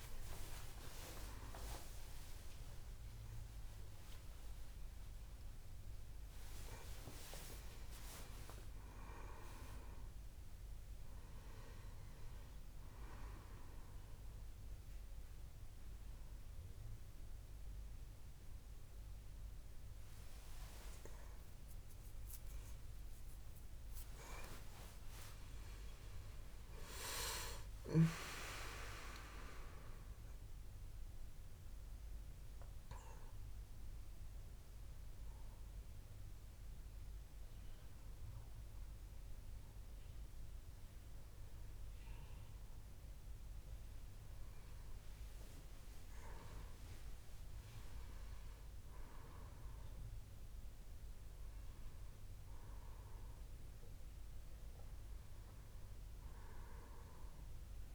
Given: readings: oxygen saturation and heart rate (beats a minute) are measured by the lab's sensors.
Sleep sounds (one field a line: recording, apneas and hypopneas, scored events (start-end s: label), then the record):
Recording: breathing in sleep by a room microphone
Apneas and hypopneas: 1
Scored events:
3.00-5.00 s: long interval between heartbeats (device-marked, heart rate 71 before, 82 extreme)
24.50-28.00 s: arousal
31.50-42.50 s: hypopnea (oxygen 97% before, 95% lowest, heart rate 76 before, 70 extreme, up 1 after)
44.00-47.50 s: arousal
From the record:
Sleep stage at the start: N1 (lightest sleep)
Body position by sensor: on the back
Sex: male